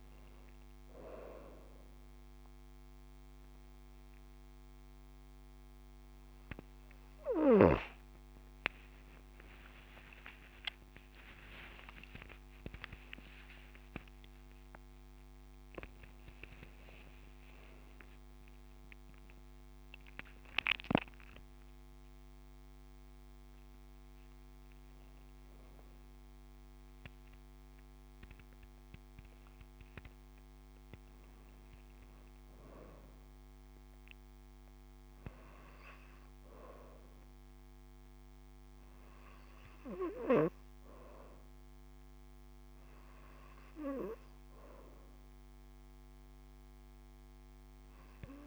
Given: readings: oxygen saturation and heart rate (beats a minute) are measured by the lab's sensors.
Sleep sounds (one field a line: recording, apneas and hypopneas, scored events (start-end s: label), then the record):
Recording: breathing in sleep by a microphone on the trachea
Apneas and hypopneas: none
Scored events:
8.00-12.00 s: arousal
From the record:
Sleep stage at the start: N2 (light sleep)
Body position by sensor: on the right side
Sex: female